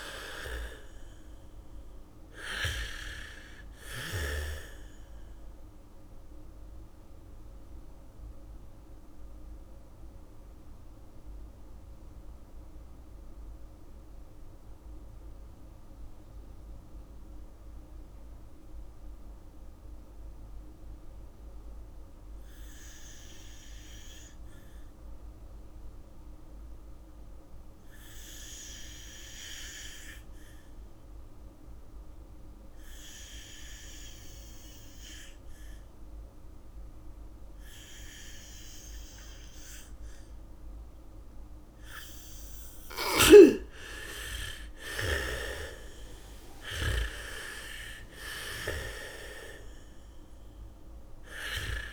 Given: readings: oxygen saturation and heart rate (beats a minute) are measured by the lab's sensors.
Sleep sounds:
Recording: breathing in sleep by a room microphone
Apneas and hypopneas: 1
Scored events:
0.00-21.50 s: oxygen desaturation (device-marked, oxygen 77% lowest, heart rate 43 extreme)
5.00-40.50 s: mixed apnea (oxygen 99% before, 77% lowest, heart rate 61 before, 48 extreme, up 0 after)
34.50-51.93 s: oxygen desaturation (device-marked, oxygen 99% before, 81% lowest, heart rate 73 before, 39 extreme)
41.50-48.50 s: bradycardia (device-marked, heart rate 69 before, 56 extreme)
43.50-48.00 s: arousal
From the record:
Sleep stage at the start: N2 (light sleep)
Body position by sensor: on the back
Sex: female

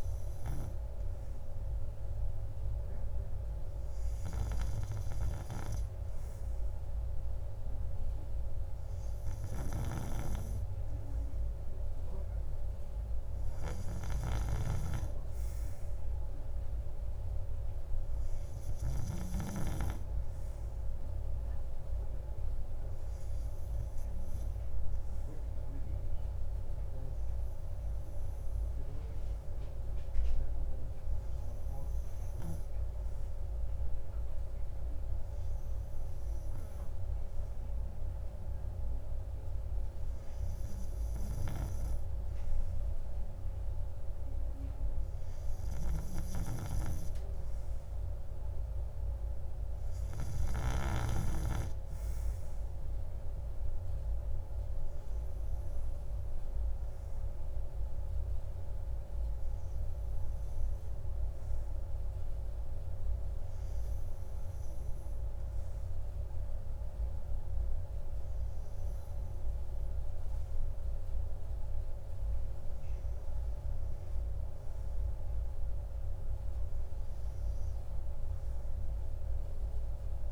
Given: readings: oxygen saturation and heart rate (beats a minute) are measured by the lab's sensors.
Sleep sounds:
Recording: breathing in sleep by a room microphone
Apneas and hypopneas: none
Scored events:
none scored
From the record:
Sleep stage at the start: N2 (light sleep)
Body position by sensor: on the right side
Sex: male

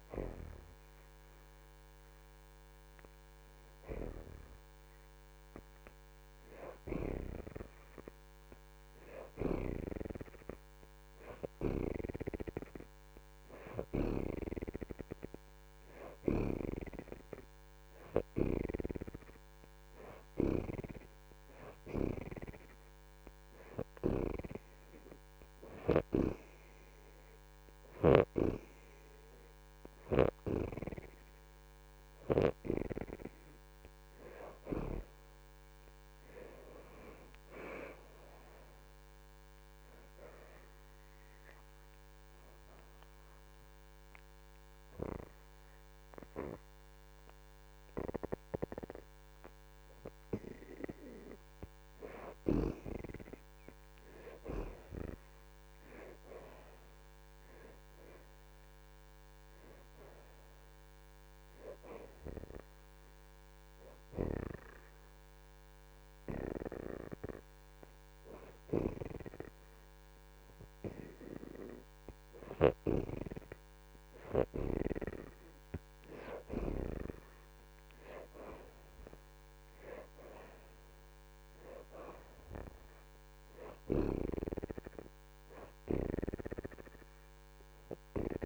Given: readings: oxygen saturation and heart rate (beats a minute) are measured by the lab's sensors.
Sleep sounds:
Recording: breathing in sleep by a microphone on the trachea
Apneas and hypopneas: 2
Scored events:
22.00-67.00 s: oxygen desaturation (device-marked, oxygen 75% before, 63% lowest)
42.50-52.50 s: obstructive apnea (oxygen 75% before, 61% lowest)
55.00-59.00 s: arousal
63.00-73.00 s: hypopnea (oxygen 68% before, 61% lowest)
69.00-84.00 s: oxygen desaturation (device-marked, oxygen 75% before, 61% lowest)
76.50-80.50 s: arousal
From the record:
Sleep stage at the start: N2 (light sleep)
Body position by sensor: on the back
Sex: female

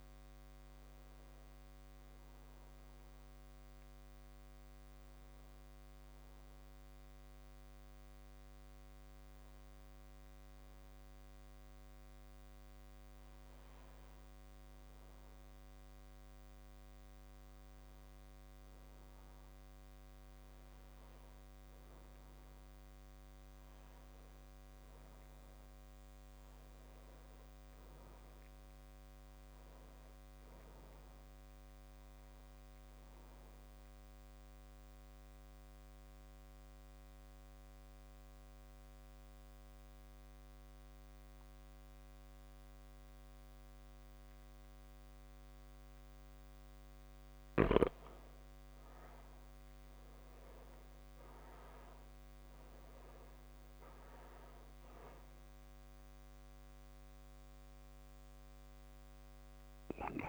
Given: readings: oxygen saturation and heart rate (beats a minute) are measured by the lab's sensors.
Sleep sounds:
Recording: breathing in sleep, hard to hear, by a microphone on the trachea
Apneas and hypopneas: 2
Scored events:
3.50-15.50 s: obstructive apnea (oxygen 100% before, 92% lowest)
18.00-20.00 s: long interval between heartbeats (device-marked)
20.50-23.50 s: arousal
32.50-45.50 s: central apnea (oxygen 99% before, 92% lowest)
49.00-52.50 s: arousal
From the record:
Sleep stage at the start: N2 (light sleep)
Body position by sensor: on the back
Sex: male

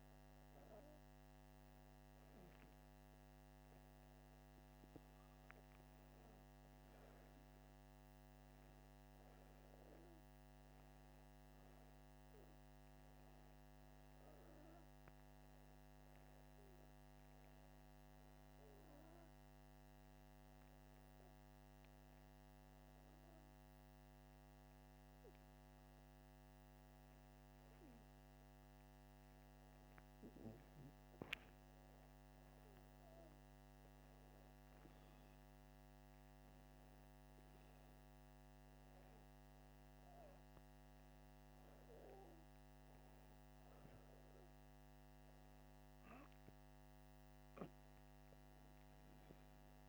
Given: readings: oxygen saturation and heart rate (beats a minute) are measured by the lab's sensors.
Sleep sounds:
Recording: breathing in sleep, hard to hear, by a microphone on the trachea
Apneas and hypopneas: none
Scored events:
39.50-43.50 s: arousal
From the record:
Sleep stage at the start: N2 (light sleep)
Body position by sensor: upright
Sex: male

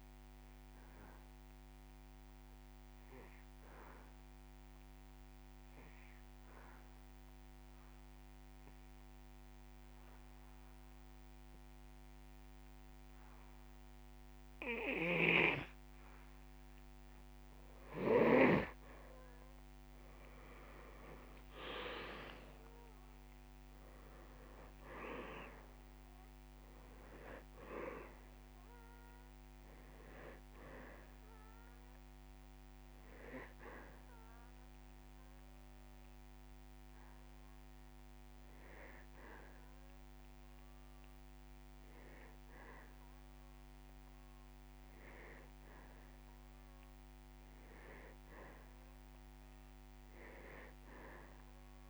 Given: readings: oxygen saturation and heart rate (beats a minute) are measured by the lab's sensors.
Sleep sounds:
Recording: breathing in sleep by a microphone on the trachea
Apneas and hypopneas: 1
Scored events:
0.50-16.00 s: obstructive apnea (oxygen 99% before, 89% lowest)
18.50-21.50 s: arousal
22.00-24.00 s: long interval between heartbeats (device-marked)
22.00-51.90 s: oxygen desaturation (device-marked, oxygen 97% before, 89% lowest)
From the record:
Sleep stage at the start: N2 (light sleep)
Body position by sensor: on the back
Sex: male

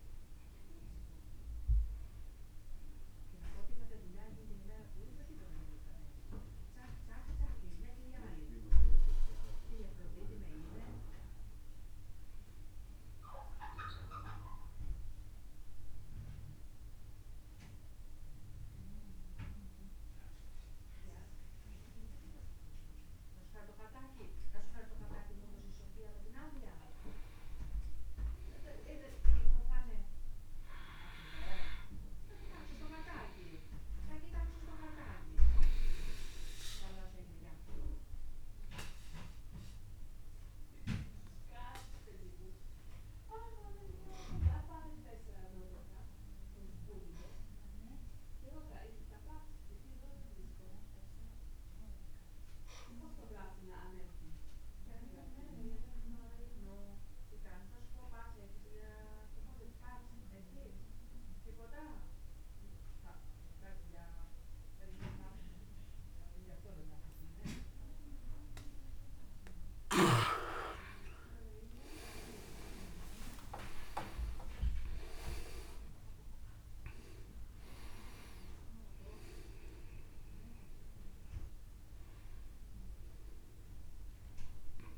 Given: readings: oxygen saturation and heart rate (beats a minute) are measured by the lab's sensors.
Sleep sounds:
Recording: breathing in sleep by a room microphone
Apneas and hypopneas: 2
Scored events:
0.00-15.00 s: oxygen desaturation (device-marked, oxygen 89% lowest)
10.00-24.50 s: obstructive apnea (oxygen 98% before, 87% lowest)
27.50-31.00 s: arousal
36.00-51.00 s: oxygen desaturation (device-marked, oxygen 99% before, 95% lowest, heart rate 42 before, 45 extreme)
37.50-68.00 s: obstructive apnea (oxygen 99% before, 85% lowest, heart rate 42 before, 39 extreme)
64.00-84.98 s: oxygen desaturation (device-marked, oxygen 98% before, 85% lowest, heart rate 59 before, 35 extreme)
65.00-72.00 s: tachycardia (device-marked, heart rate 56 before, 125 extreme)
70.50-74.00 s: arousal
From the record:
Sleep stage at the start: N2 (light sleep)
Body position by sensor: on the back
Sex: male

